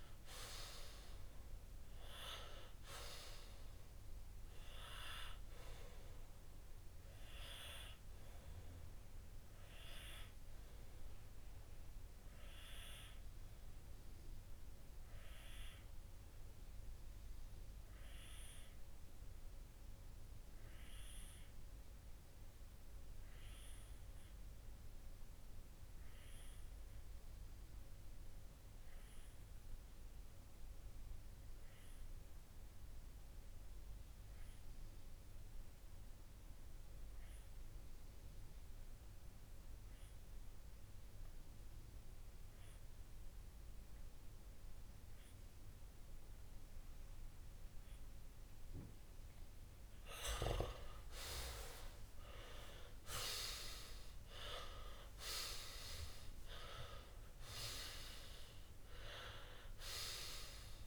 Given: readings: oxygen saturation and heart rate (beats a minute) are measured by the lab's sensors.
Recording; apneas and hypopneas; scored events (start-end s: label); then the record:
breathing in sleep by a room microphone; 1
11.50-49.00 s: obstructive apnea (oxygen 98% before, 94% lowest)
43.50-60.87 s: oxygen desaturation (device-marked, oxygen 99% before, 94% lowest)
51.50-55.00 s: arousal
From the record:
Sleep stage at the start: N2 (light sleep); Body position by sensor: on the left side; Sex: male